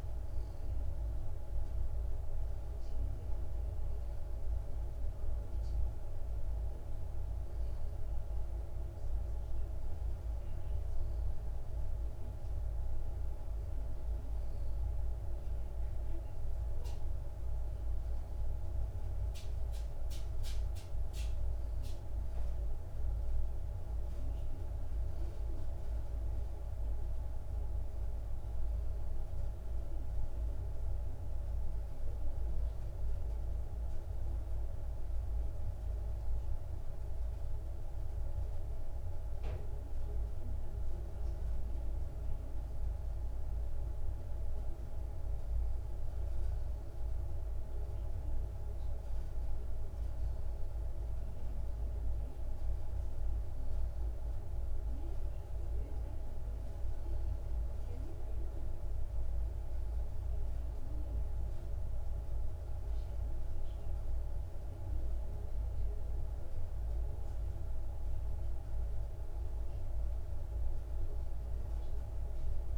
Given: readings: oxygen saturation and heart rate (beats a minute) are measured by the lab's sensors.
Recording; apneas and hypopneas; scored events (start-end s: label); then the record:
breathing in sleep, hard to hear, by a room microphone; none
none scored
From the record:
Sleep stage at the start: N2 (light sleep); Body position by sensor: on the back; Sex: male